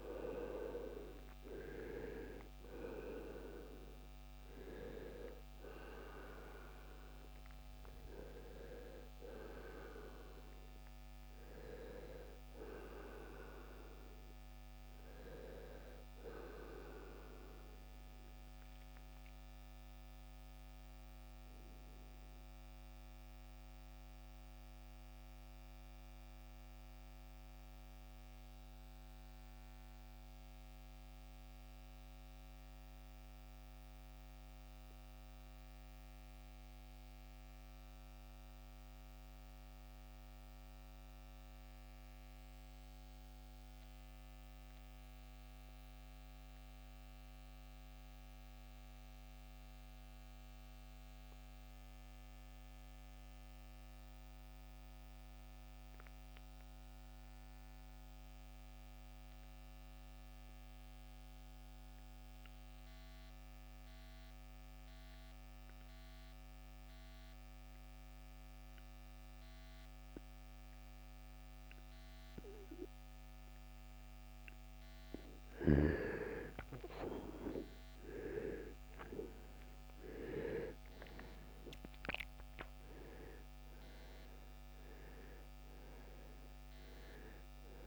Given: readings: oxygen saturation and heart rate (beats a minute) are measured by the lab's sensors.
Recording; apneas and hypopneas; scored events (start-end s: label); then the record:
breathing in sleep by a microphone on the trachea; 1
14.50-19.00 s: arousal
17.00-40.00 s: oxygen desaturation (device-marked, oxygen 94% before, 79% lowest, heart rate 82 before, 40 extreme)
22.50-74.50 s: mixed apnea (oxygen 96% before, 79% lowest, heart rate 83 before, 40 extreme, up 31 after)
73.00-87.87 s: oxygen desaturation (device-marked, oxygen 97% before, 79% lowest, heart rate 50 before, 47 extreme)
75.50-81.00 s: arousal
From the record:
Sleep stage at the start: REM sleep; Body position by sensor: on the right side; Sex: male